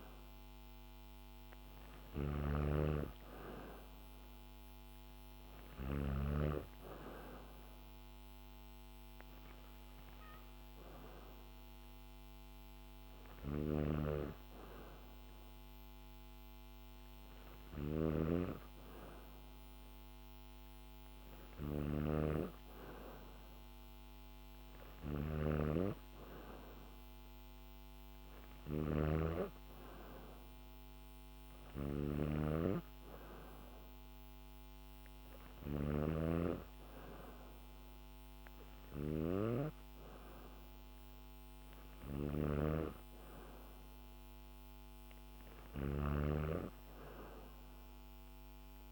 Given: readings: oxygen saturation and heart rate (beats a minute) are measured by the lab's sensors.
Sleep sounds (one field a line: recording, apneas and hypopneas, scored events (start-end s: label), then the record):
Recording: breathing in sleep by a microphone on the trachea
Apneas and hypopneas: none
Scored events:
0.00-6.00 s: snoring (device-marked)
17.00-48.92 s: snoring (device-marked)
From the record:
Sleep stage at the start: N2 (light sleep)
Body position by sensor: on the back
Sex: female